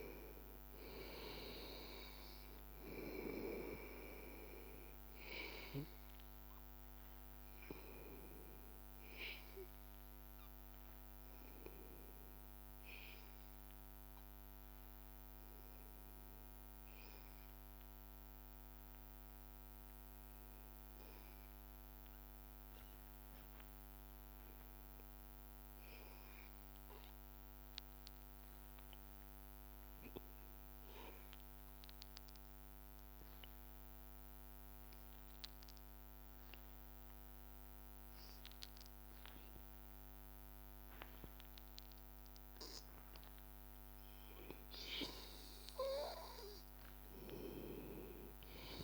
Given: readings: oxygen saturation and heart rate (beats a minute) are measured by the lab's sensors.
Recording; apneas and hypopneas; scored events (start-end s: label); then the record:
breathing in sleep by a microphone on the trachea; 1
0.00-15.00 s: oxygen desaturation (device-marked, oxygen 94% lowest, heart rate 81 extreme)
13.50-30.00 s: obstructive apnea (oxygen 97% before, 93% lowest, heart rate 81 before, 80 extreme)
33.00-36.50 s: arousal
41.00-48.84 s: oxygen desaturation (device-marked, oxygen 97% before, 93% lowest, heart rate 81 before, 81 extreme)
From the record:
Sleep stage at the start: N2 (light sleep); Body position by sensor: on the back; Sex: male